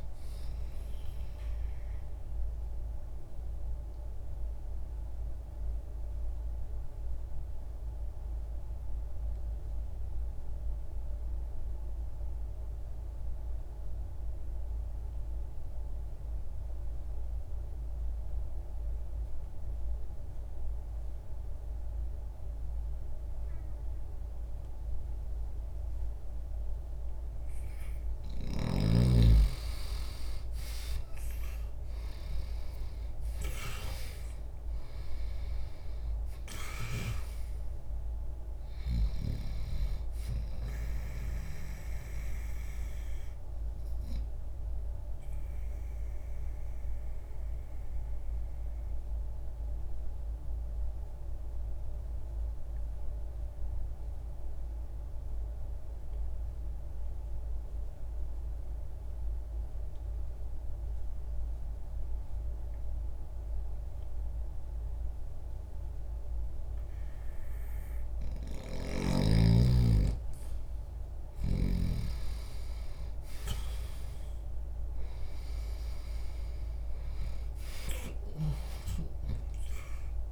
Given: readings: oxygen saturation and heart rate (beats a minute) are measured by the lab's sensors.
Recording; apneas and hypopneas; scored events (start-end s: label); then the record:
breathing in sleep by a room microphone; 2
1.50-28.00 s: obstructive apnea (oxygen 95% before, 86% lowest, heart rate 61 before, 60 extreme, up 0 after)
9.00-21.00 s: oxygen desaturation (device-marked, oxygen 94% before, 87% lowest, heart rate 61 before, 60 extreme)
30.50-34.50 s: arousal
34.00-45.00 s: oxygen desaturation (device-marked, oxygen 97% before, 92% lowest, heart rate 60 before, 60 extreme)
42.00-68.00 s: obstructive apnea (oxygen 97% before, 86% lowest, heart rate 60 before, 60 extreme, up 0 after)
54.00-65.00 s: oxygen desaturation (device-marked, oxygen 93% before, 86% lowest, heart rate 60 before, 60 extreme)
68.50-72.00 s: snoring (device-marked)
71.00-75.50 s: arousal
From the record:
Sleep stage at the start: N2 (light sleep); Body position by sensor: on the left side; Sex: male